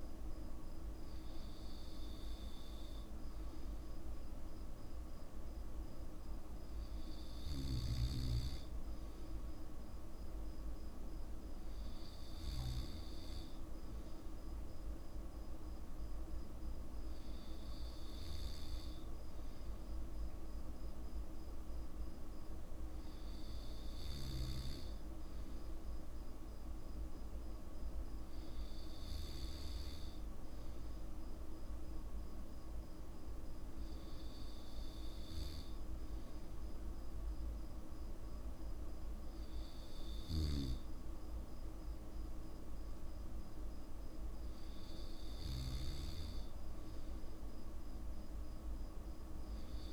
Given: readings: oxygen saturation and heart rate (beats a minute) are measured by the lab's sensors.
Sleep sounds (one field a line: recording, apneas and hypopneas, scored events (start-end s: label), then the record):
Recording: breathing in sleep, hard to hear, by a room microphone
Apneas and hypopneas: none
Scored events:
none scored
From the record:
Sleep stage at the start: N2 (light sleep)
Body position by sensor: on the back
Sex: male